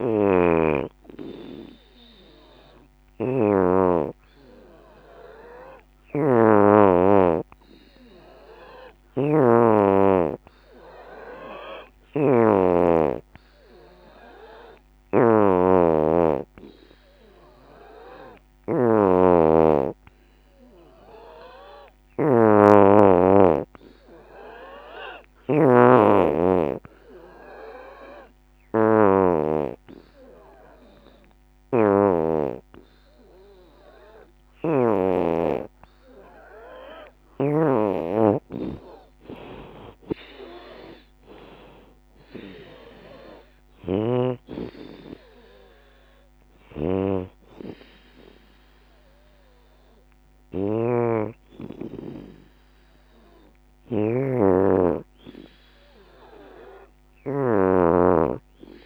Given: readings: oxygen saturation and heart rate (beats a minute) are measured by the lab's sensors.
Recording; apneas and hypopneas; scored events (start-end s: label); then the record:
breathing in sleep by a microphone on the trachea; 1
0.00-11.00 s: oxygen desaturation (device-marked, oxygen 81% lowest, heart rate 69 extreme)
1.00-36.50 s: hypopnea (oxygen 92% before, 80% lowest, heart rate 80 before, 66 extreme, up 17 after)
13.00-24.00 s: oxygen desaturation (device-marked, oxygen 87% before, 82% lowest, heart rate 80 before, 69 extreme)
25.00-34.00 s: drop in pulse transit time (device-marked, heart rate 75 before, 76 extreme)
30.00-43.00 s: oxygen desaturation (device-marked, oxygen 85% before, 80% lowest, heart rate 77 before, 66 extreme)
38.00-41.50 s: arousal
45.00-58.86 s: oxygen desaturation (device-marked, oxygen 85% before, 81% lowest, heart rate 83 before, 63 extreme)
57.00-58.86 s: long interval between heartbeats (device-marked, heart rate 79 before, 79 extreme)
From the record:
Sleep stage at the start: N2 (light sleep); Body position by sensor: on the back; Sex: female